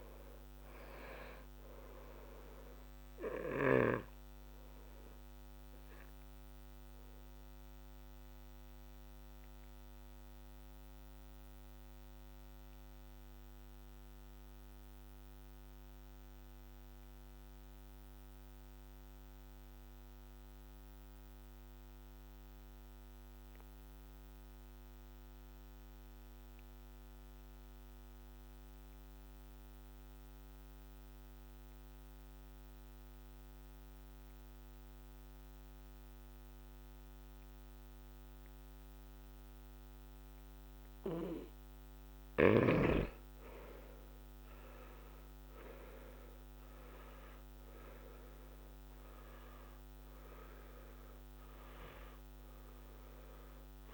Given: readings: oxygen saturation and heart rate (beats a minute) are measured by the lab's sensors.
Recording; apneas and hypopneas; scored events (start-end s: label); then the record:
breathing in sleep by a microphone on the trachea; 1
0.00-24.00 s: oxygen desaturation (device-marked, oxygen 85% lowest, heart rate 64 extreme)
2.50-40.00 s: obstructive apnea (oxygen 99% before, 85% lowest, heart rate 69 before, 64 extreme, up 9 after)
38.00-53.93 s: oxygen desaturation (device-marked, oxygen 99% before, 85% lowest, heart rate 65 before, 62 extreme)
42.00-46.50 s: arousal
From the record:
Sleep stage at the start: N2 (light sleep); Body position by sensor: on the back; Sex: male